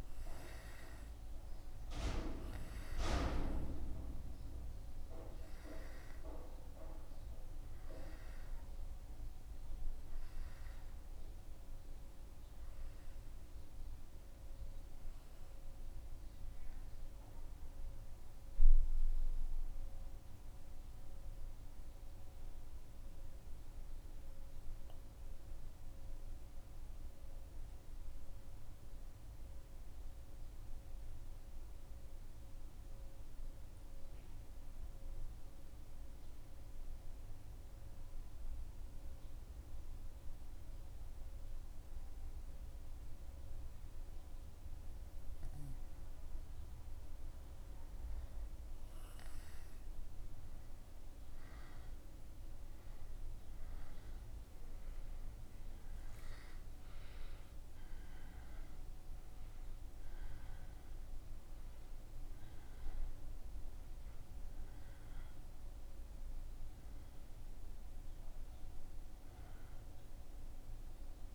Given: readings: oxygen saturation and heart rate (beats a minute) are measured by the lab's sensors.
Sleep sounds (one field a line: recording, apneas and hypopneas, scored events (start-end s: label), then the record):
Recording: breathing in sleep by a room microphone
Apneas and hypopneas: 1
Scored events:
15.50-46.00 s: mixed apnea (oxygen 97% before, 94% lowest, heart rate 76 before, 74 extreme, up 1 after)
48.00-52.00 s: arousal
From the record:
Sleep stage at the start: N2 (light sleep)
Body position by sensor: on the back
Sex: male